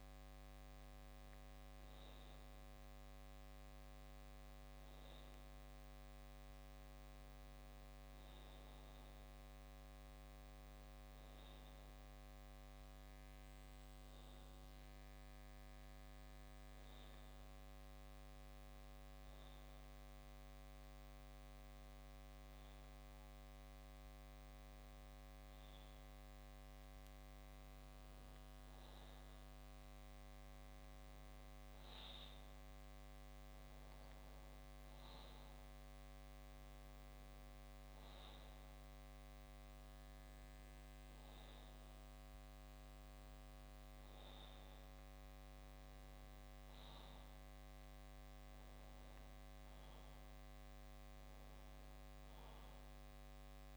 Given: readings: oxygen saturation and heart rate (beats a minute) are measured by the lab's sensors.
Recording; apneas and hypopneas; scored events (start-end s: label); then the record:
breathing in sleep, hard to hear, by a microphone on the trachea; none
none scored
From the record:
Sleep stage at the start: N2 (light sleep); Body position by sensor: on the back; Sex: male